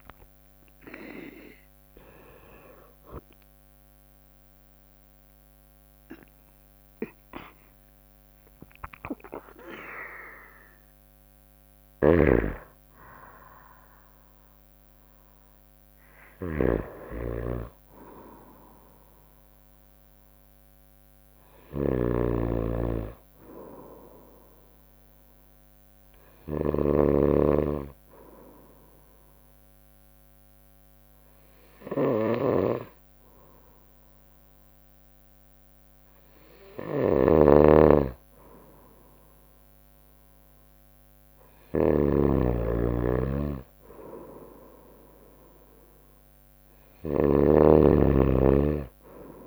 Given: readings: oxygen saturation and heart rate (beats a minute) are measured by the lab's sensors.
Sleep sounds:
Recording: breathing in sleep by a microphone on the trachea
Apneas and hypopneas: 1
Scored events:
0.00-14.00 s: drop in pulse transit time (device-marked, heart rate 61 extreme)
12.00-27.00 s: snoring (device-marked)
18.00-25.00 s: bradycardia (device-marked, heart rate 62 before, 57 extreme)
26.50-37.50 s: obstructive apnea (oxygen 98% before, 94% lowest, heart rate 62 before, 58 extreme, up 3 after)
36.50-49.46 s: snoring (device-marked)
40.00-43.50 s: arousal
From the record:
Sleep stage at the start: N2 (light sleep)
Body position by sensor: on the right side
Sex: female

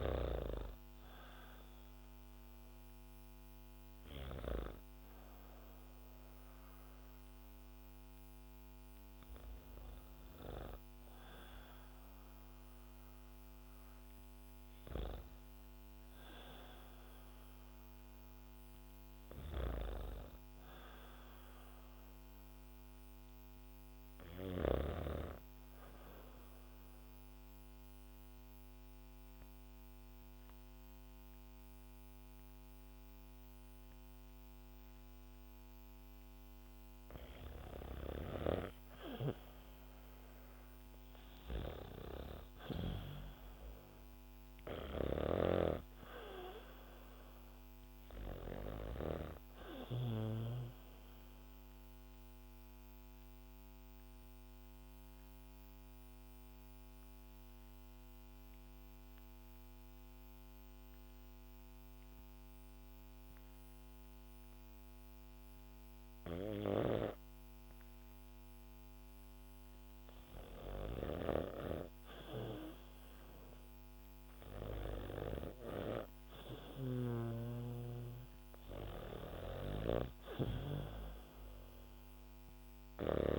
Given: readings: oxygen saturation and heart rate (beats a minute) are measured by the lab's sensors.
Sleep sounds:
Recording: breathing in sleep by a microphone on the trachea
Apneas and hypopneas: 2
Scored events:
24.50-36.50 s: obstructive apnea (oxygen 99% before, 93% lowest, heart rate 69 before, 65 extreme, up 3 after)
38.00-58.00 s: oxygen desaturation (device-marked, oxygen 98% before, 94% lowest, heart rate 68 before, 65 extreme)
39.50-43.00 s: arousal
40.50-48.50 s: snoring (device-marked)
50.50-69.00 s: obstructive apnea (oxygen 98% before, 93% lowest, heart rate 68 before, 65 extreme, up 1 after)
71.50-74.50 s: arousal
73.00-83.38 s: oxygen desaturation (device-marked, oxygen 98% before, 93% lowest, heart rate 67 before, 69 extreme)
From the record:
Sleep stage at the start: N2 (light sleep)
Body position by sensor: on the back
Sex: female

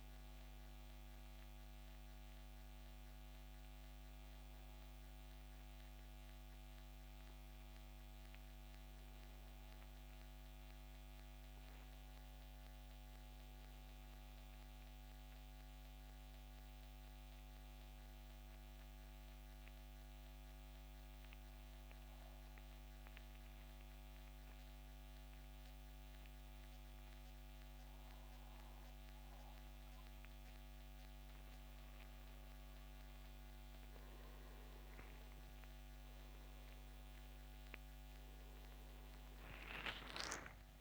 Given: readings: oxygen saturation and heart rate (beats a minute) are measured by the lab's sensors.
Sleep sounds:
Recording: breathing in sleep, hard to hear, by a microphone on the trachea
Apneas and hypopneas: 1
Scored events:
5.00-35.00 s: new sleep stage, N2 (light sleep)
17.00-30.50 s: hypopnea (oxygen 92% before, 85% lowest, heart rate 77 before, 69 extreme, up 12 after)
32.00-36.00 s: arousal
35.00-40.81 s: new sleep stage, N1 (lightest sleep)
39.00-40.81 s: oxygen desaturation (device-marked, oxygen 90% before, 85% lowest, heart rate 73 before, 70 extreme)
From the record:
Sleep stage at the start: N1 (lightest sleep)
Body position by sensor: on the back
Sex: male

